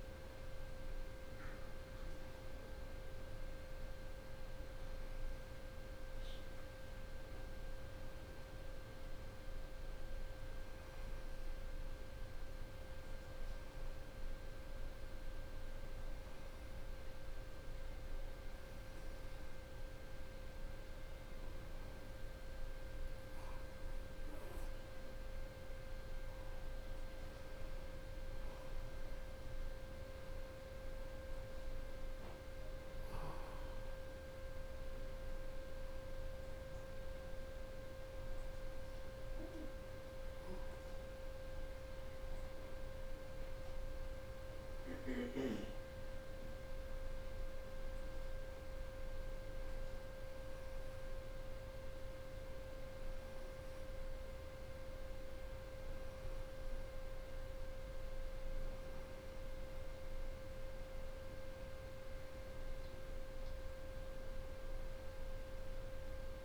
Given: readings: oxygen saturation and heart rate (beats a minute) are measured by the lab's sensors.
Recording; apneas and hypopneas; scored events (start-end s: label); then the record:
a person awake in a sleep study, hard to hear, by a room microphone; none
none scored
From the record:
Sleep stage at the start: awake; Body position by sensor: upright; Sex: female